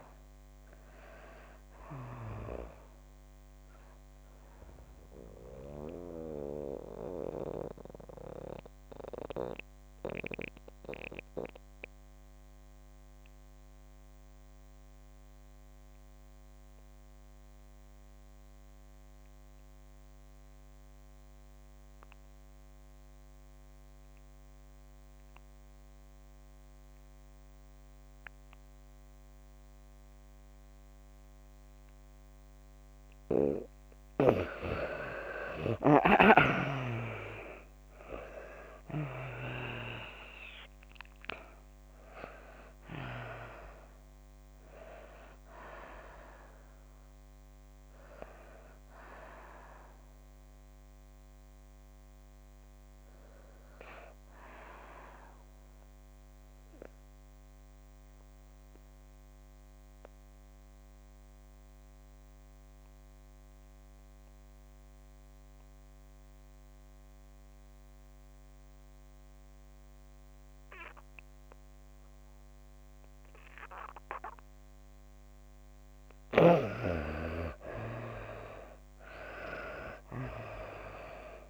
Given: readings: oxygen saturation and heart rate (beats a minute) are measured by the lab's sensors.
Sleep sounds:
breathing in sleep by a microphone on the trachea; 2
0.00-20.50 s: oxygen desaturation (device-marked, oxygen 77% lowest, heart rate 70 extreme)
4.00-32.50 s: mixed apnea (oxygen 98% before, 75% lowest, heart rate 87 before, 65 extreme, up 22 after)
27.50-64.50 s: oxygen desaturation (device-marked, oxygen 98% before, 75% lowest, heart rate 141 before, 65 extreme)
34.50-37.50 s: arousal
49.00-74.50 s: mixed apnea (oxygen 98% before, 75% lowest, heart rate 95 before, 102 extreme, up 8 after)
71.50-81.50 s: oxygen desaturation (device-marked, oxygen 98% before, 77% lowest, heart rate 145 before, 102 extreme)
75.00-78.50 s: arousal
From the record:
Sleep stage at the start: N2 (light sleep); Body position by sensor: on the back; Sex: female

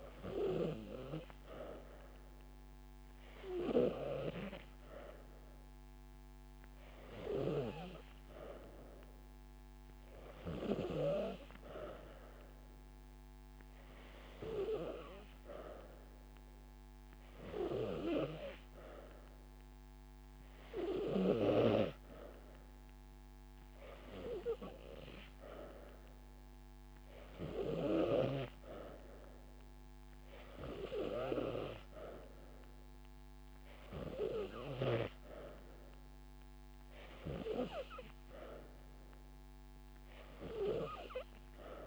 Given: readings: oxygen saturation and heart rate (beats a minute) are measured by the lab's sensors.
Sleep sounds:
breathing in sleep by a microphone on the trachea; none
27.00-29.00 s: long interval between heartbeats (device-marked)
33.50-35.50 s: long interval between heartbeats (device-marked)
37.00-39.00 s: long interval between heartbeats (device-marked)
From the record:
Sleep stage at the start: N3 (deep sleep); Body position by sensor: on the back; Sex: female

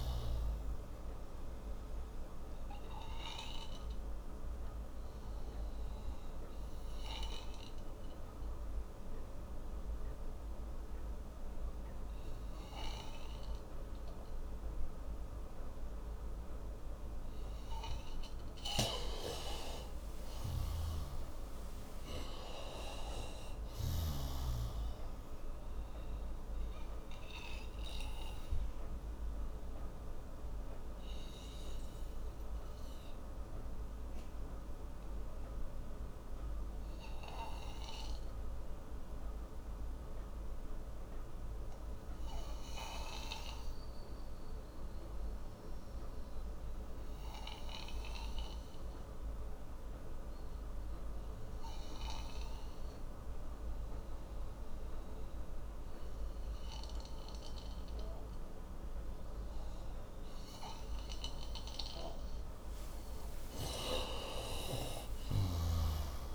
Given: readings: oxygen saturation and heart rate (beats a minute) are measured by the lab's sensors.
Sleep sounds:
breathing in sleep by a room microphone; 2
1.00-18.00 s: obstructive apnea (oxygen 97% before, 90% lowest)
10.00-29.00 s: oxygen desaturation (device-marked, oxygen 95% before, 90% lowest)
19.50-22.50 s: arousal
27.50-61.00 s: obstructive apnea (oxygen 96% before, 87% lowest)
39.00-47.00 s: oxygen desaturation (device-marked, oxygen 94% before, 91% lowest)
60.00-66.35 s: oxygen desaturation (device-marked, oxygen 96% before, 87% lowest)
63.50-66.35 s: arousal
From the record:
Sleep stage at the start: N2 (light sleep); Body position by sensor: on the right side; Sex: male

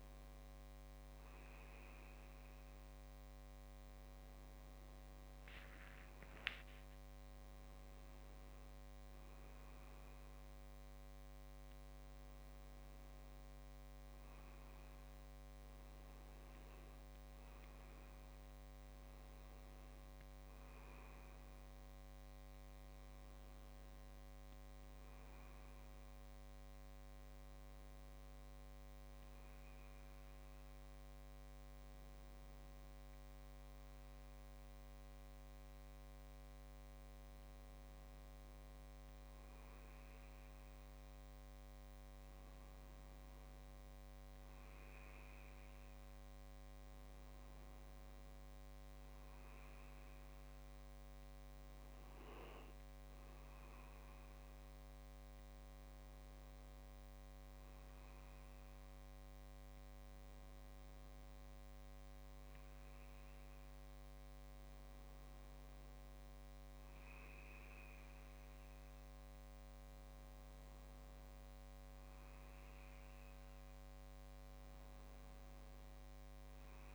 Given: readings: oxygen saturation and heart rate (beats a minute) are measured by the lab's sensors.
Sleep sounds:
breathing in sleep, hard to hear, by a microphone on the trachea; 1
14.00-76.95 s: new sleep stage, N2 (light sleep)
14.50-17.00 s: leg movement (device-marked)
16.50-20.00 s: arousal
18.00-19.00 s: leg movement (device-marked)
29.00-40.00 s: hypopnea (oxygen 96% before, 94% lowest)
42.50-46.00 s: arousal
From the record:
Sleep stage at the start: N1 (lightest sleep); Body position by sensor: on the back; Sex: male

